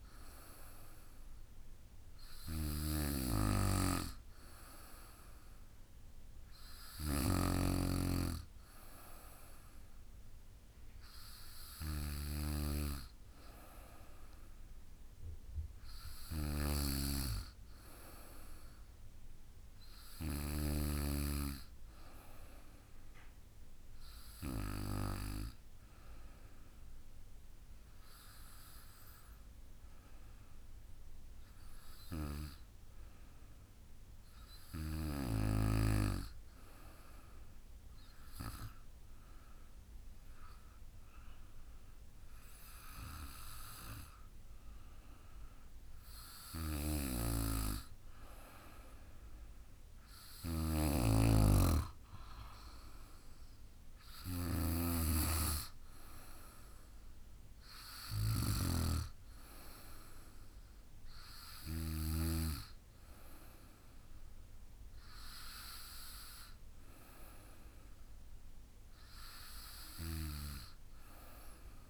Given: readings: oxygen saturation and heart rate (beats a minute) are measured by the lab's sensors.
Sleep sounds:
breathing in sleep by a room microphone; 1
0.00-1.00 s: arousal
29.50-33.50 s: arousal
36.50-48.00 s: hypopnea (oxygen 98% before, 96% lowest, heart rate 50 before, 50 extreme, up 3 after)
51.00-54.50 s: arousal
From the record:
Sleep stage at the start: N2 (light sleep); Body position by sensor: on the back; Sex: female

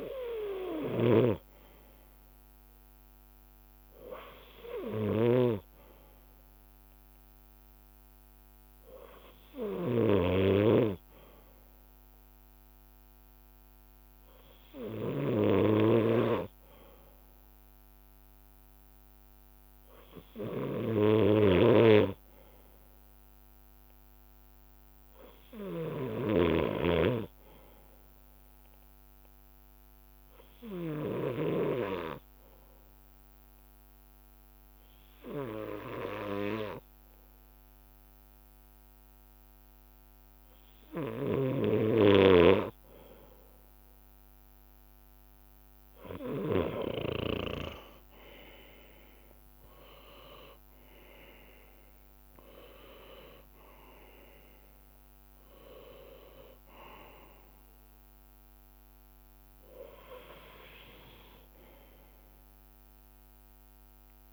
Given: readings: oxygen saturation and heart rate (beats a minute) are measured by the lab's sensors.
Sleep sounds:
breathing in sleep by a microphone on the trachea; 1
0.00-53.00 s: bradycardia (device-marked, heart rate 57 before, 47 extreme)
0.50-5.50 s: snoring (device-marked)
12.00-40.00 s: drop in pulse transit time (device-marked, heart rate 59 before, 47 extreme)
14.50-24.50 s: leg movement (device-marked)
15.50-26.50 s: snoring (device-marked)
21.00-23.00 s: long interval between heartbeats (device-marked, heart rate 56 before, 56 extreme)
28.50-35.50 s: leg movement (device-marked)
30.50-42.00 s: hypopnea (oxygen 97% before, 95% lowest, heart rate 53 before, 46 extreme, up 3 after)
37.50-46.00 s: leg movement (device-marked)
47.00-52.00 s: arousal
47.00-55.50 s: leg movement (device-marked)
48.50-50.50 s: long interval between heartbeats (device-marked, heart rate 55 before, 58 extreme)
59.50-64.33 s: leg movement (device-marked)
60.00-64.33 s: bradycardia (device-marked, heart rate 57 before, 36 extreme)
63.00-64.33 s: long interval between heartbeats (device-marked, heart rate 58 before, 58 extreme)
From the record:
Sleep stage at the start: N2 (light sleep); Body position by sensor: on the left side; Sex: male

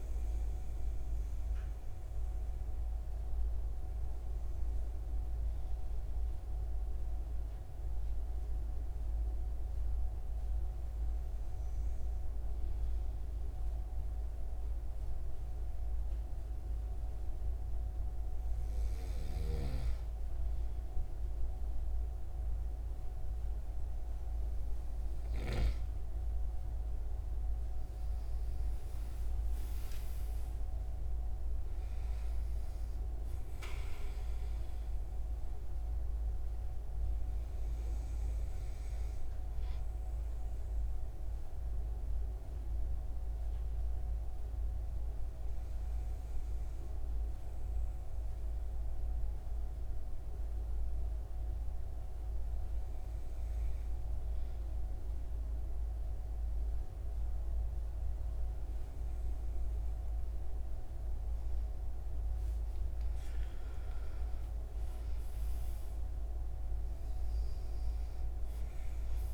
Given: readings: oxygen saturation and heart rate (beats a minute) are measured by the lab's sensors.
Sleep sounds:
breathing in sleep, hard to hear, by a room microphone; 2
0.00-10.00 s: oxygen desaturation (device-marked, oxygen 93% lowest, heart rate 72 extreme)
1.50-17.50 s: hypopnea (oxygen 96% before, 93% lowest, heart rate 89 before, 71 extreme, up 5 after)
28.00-31.50 s: arousal
40.00-59.50 s: hypopnea (oxygen 96% before, 92% lowest, heart rate 82 before, 75 extreme, up 19 after)
63.00-68.50 s: arousal
From the record:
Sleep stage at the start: N2 (light sleep); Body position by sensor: on the right side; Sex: male

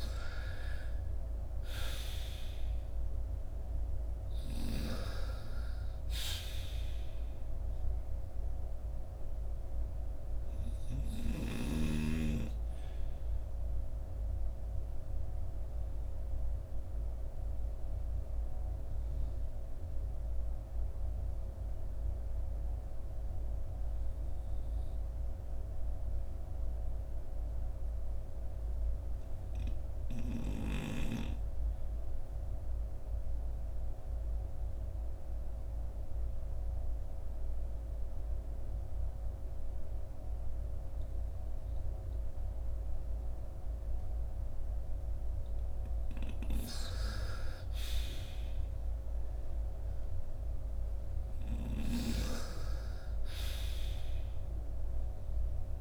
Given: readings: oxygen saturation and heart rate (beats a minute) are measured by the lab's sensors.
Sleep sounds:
breathing in sleep by a room microphone; 1
0.00-40.50 s: oxygen desaturation (device-marked, oxygen 73% lowest, heart rate 48 extreme)
14.00-46.00 s: obstructive apnea (oxygen 92% before, 73% lowest, heart rate 64 before, 48 extreme, up 8 after)
48.00-51.50 s: arousal
52.50-55.81 s: oxygen desaturation (device-marked, oxygen 97% before, 84% lowest, heart rate 53 before, 44 extreme)
53.50-55.81 s: new sleep stage, N2 (light sleep)
From the record:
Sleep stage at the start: REM sleep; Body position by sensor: on the front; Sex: male

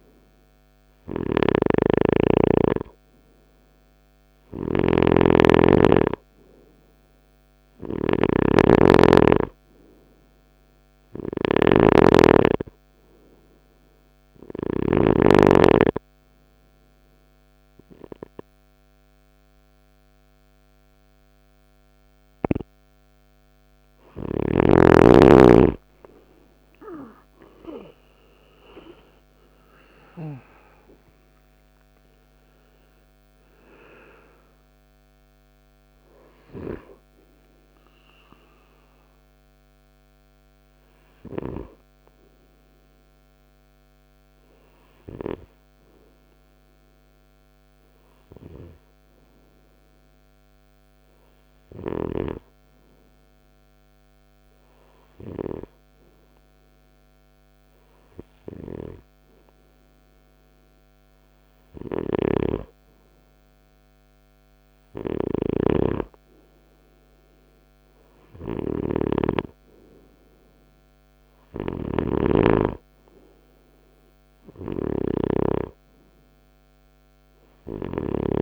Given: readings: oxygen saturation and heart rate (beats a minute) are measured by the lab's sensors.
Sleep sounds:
breathing in sleep by a microphone on the trachea; 1
0.00-14.50 s: snoring (device-marked)
32.00-51.00 s: oxygen desaturation (device-marked, oxygen 94% before, 91% lowest, heart rate 83 before, 59 extreme)
47.00-62.00 s: hypopnea (oxygen 95% before, 95% lowest, heart rate 88 before, 63 extreme, up 28 after)
51.00-78.42 s: new sleep stage, N2 (light sleep)
61.00-78.42 s: snoring (device-marked)
63.50-66.50 s: arousal
From the record:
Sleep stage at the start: N3 (deep sleep); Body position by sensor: on the right side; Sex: male

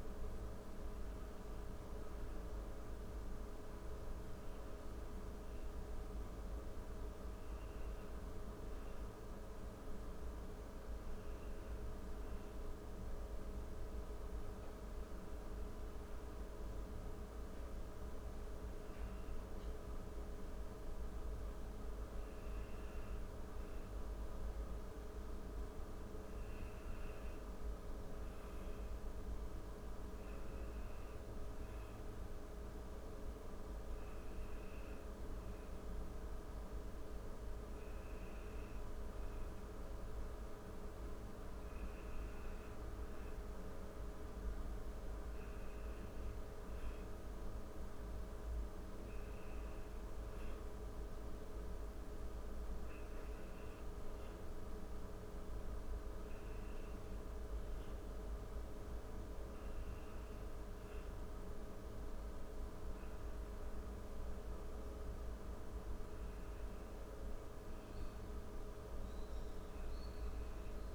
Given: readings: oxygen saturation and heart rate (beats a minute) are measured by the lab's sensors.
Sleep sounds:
breathing in sleep, hard to hear, by a room microphone; none
none scored
From the record:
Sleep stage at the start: N1 (lightest sleep); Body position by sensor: on the back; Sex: female

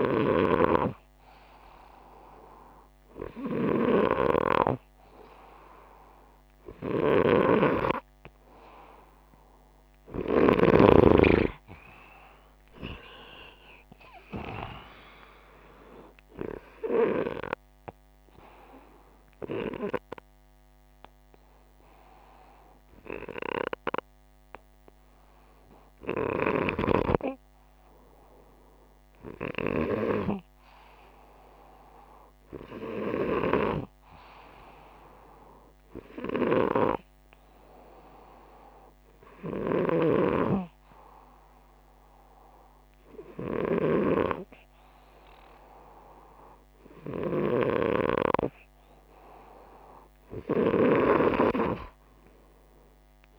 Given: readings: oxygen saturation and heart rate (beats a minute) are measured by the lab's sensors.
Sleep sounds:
breathing in sleep by a microphone on the trachea; none
0.00-1.50 s: arousal
3.50-18.50 s: oxygen desaturation (device-marked, oxygen 98% before, 91% lowest, heart rate 61 before, 59 extreme)
47.50-53.39 s: oxygen desaturation (device-marked, oxygen 97% before, 93% lowest, heart rate 63 before, 62 extreme)
From the record:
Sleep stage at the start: N2 (light sleep); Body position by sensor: upright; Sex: male

